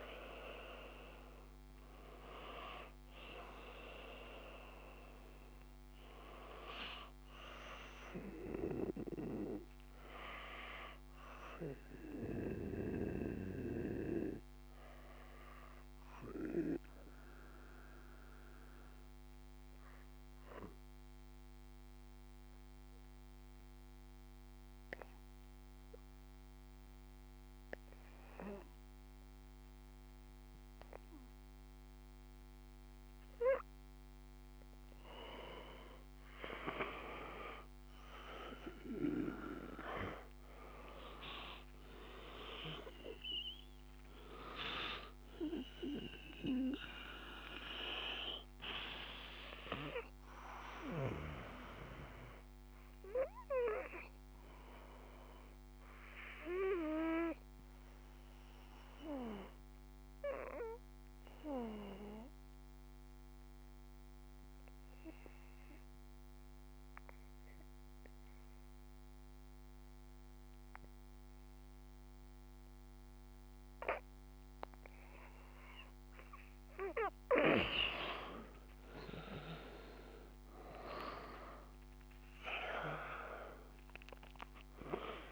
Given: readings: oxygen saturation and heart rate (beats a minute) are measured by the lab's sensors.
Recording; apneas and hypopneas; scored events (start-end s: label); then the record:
breathing in sleep by a microphone on the trachea; 2
0.00-21.50 s: oxygen desaturation (device-marked, oxygen 87% lowest, heart rate 50 extreme)
12.00-33.50 s: obstructive apnea (oxygen 94% before, 87% lowest, heart rate 58 before, 53 extreme, up 2 after)
36.50-40.50 s: arousal
40.50-63.50 s: oxygen desaturation (device-marked, oxygen 98% before, 92% lowest, heart rate 55 before, 53 extreme)
50.50-75.50 s: obstructive apnea (oxygen 98% before, 90% lowest, heart rate 55 before, 52 extreme, up 3 after)
78.00-82.50 s: arousal
81.50-85.32 s: oxygen desaturation (device-marked, oxygen 97% before, 90% lowest, heart rate 54 before, 52 extreme)
From the record:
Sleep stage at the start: N2 (light sleep); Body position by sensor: on the back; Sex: male